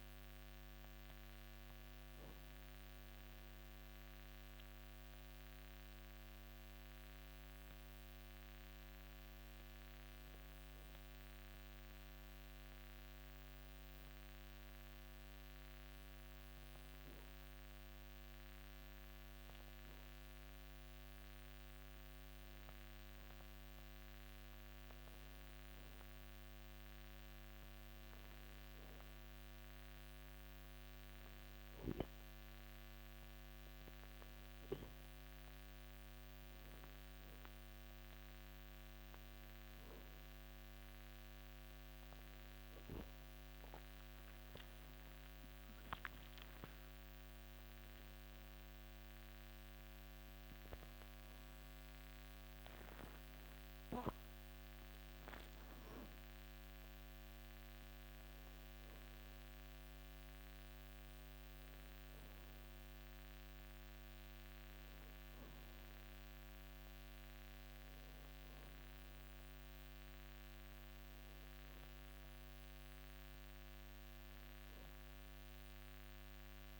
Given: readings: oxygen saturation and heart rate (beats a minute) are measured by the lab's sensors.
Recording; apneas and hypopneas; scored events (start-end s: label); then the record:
breathing in sleep, hard to hear, by a microphone on the trachea; 1
13.00-24.00 s: obstructive apnea (oxygen 96% before, 92% lowest, heart rate 55 before, 55 extreme)
25.00-47.00 s: oxygen desaturation (device-marked, oxygen 96% before, 92% lowest, heart rate 59 before, 55 extreme)
41.00-46.00 s: arousal
From the record:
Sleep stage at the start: N2 (light sleep); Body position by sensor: on the back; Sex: male